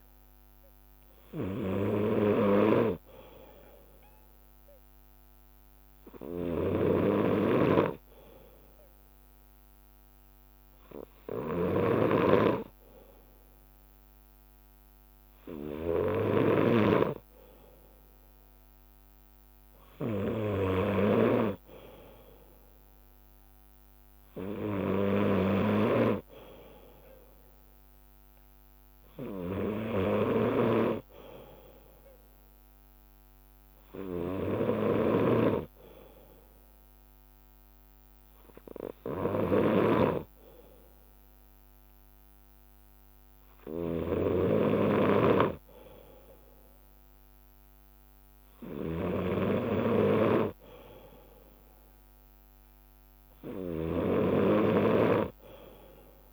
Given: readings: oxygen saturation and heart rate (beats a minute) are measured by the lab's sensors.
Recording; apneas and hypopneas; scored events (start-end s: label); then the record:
breathing in sleep by a microphone on the trachea; none
0.50-23.50 s: bradycardia (device-marked, heart rate 59 before, 58 extreme)
1.50-5.50 s: leg movement (device-marked)
7.50-12.50 s: leg movement (device-marked)
20.00-22.50 s: leg movement (device-marked)
23.00-26.00 s: leg movement (device-marked)
27.50-33.50 s: leg movement (device-marked)
35.50-37.50 s: bradycardia (device-marked, heart rate 59 before, 60 extreme)
38.50-47.50 s: bradycardia (device-marked, heart rate 59 before, 59 extreme)
39.50-43.00 s: leg movement (device-marked)
45.00-51.50 s: leg movement (device-marked)
48.50-52.50 s: bradycardia (device-marked, heart rate 59 before, 59 extreme)
53.50-55.50 s: bradycardia (device-marked, heart rate 59 before, 59 extreme)
54.50-56.33 s: leg movement (device-marked)
From the record:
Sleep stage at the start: N2 (light sleep); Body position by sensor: on the left side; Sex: male